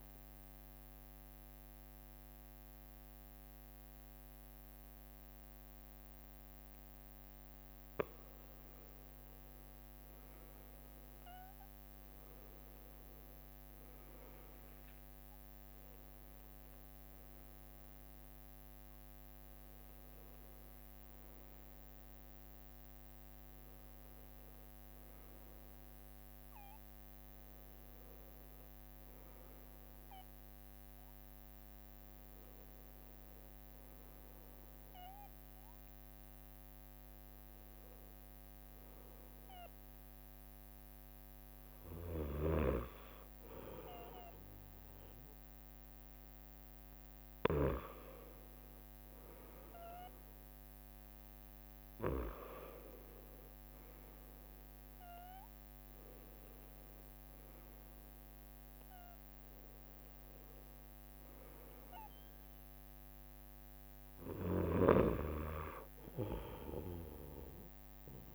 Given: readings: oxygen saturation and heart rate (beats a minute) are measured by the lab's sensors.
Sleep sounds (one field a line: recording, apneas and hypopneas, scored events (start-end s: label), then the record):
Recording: breathing in sleep by a microphone on the trachea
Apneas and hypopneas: none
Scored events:
0.00-10.50 s: oxygen desaturation (device-marked, oxygen 93% lowest, heart rate 62 extreme)
9.00-11.00 s: leg movement (device-marked)
12.00-17.00 s: arousal
17.50-23.50 s: oxygen desaturation (device-marked, oxygen 98% before, 95% lowest, heart rate 65 before, 64 extreme)
28.50-41.50 s: drop in pulse transit time (device-marked, heart rate 68 before, 66 extreme)
33.00-34.50 s: leg movement (device-marked)
36.00-41.50 s: leg movement (device-marked)
49.50-53.50 s: arousal
52.00-62.50 s: leg movement (device-marked)
54.50-59.50 s: arousal
54.50-68.35 s: new sleep stage, N2 (light sleep)
65.50-68.35 s: leg movement (device-marked)
From the record:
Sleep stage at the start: N1 (lightest sleep)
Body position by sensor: on the right side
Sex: male